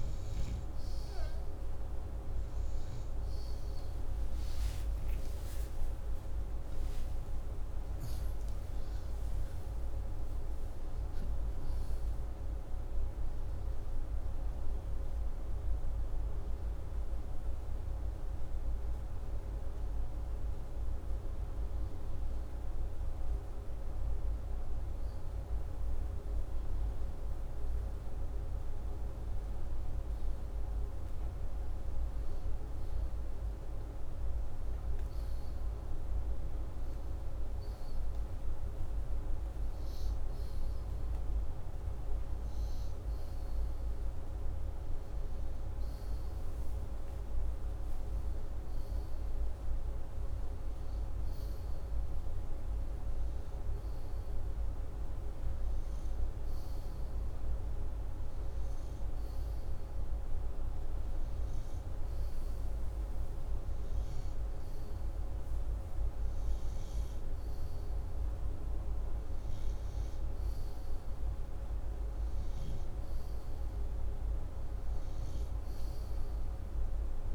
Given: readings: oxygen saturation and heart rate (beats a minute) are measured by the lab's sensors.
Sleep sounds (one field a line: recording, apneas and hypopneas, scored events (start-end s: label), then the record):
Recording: breathing in sleep, hard to hear, by a room microphone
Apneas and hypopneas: none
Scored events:
4.50-9.00 s: arousal
From the record:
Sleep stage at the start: N2 (light sleep)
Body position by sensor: upright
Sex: male